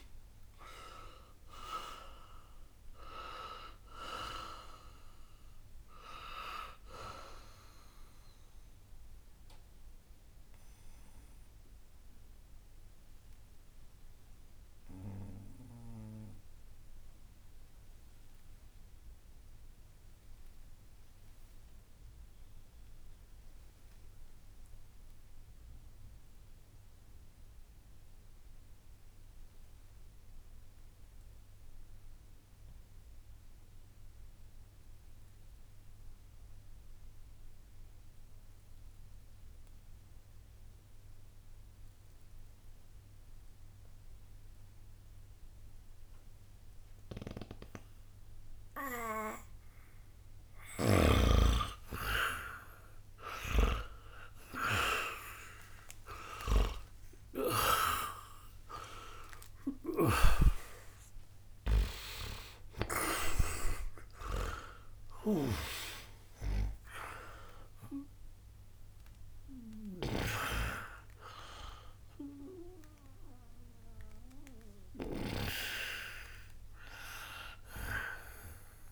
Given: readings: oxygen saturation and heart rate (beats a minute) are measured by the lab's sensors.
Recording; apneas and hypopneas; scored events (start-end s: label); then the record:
breathing in sleep by a room microphone; 1
0.00-31.00 s: oxygen desaturation (device-marked, oxygen 75% lowest, heart rate 60 extreme)
10.00-49.50 s: obstructive apnea (oxygen 96% before, 75% lowest, heart rate 97 before, 58 extreme)
44.00-78.92 s: oxygen desaturation (device-marked, oxygen 99% before, 80% lowest, heart rate 61 before, 55 extreme)
51.50-57.00 s: arousal
73.50-77.00 s: arousal
From the record:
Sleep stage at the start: N2 (light sleep); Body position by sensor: on the right side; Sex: male